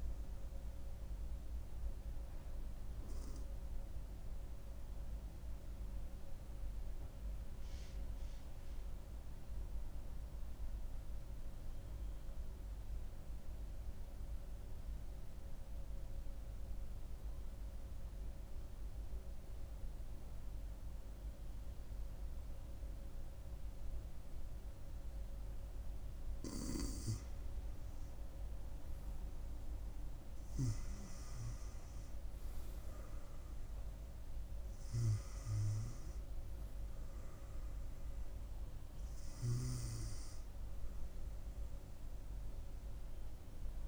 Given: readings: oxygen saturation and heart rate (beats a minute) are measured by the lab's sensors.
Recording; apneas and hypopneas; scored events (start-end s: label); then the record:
breathing in sleep, hard to hear, by a room microphone; 1
4.50-26.50 s: obstructive apnea (oxygen 99% before, 94% lowest, heart rate 70 before, 64 extreme, up 7 after)
12.00-27.00 s: oxygen desaturation (device-marked, oxygen 98% before, 94% lowest, heart rate 68 before, 64 extreme)
28.00-31.00 s: arousal
From the record:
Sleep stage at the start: N2 (light sleep); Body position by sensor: on the front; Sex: female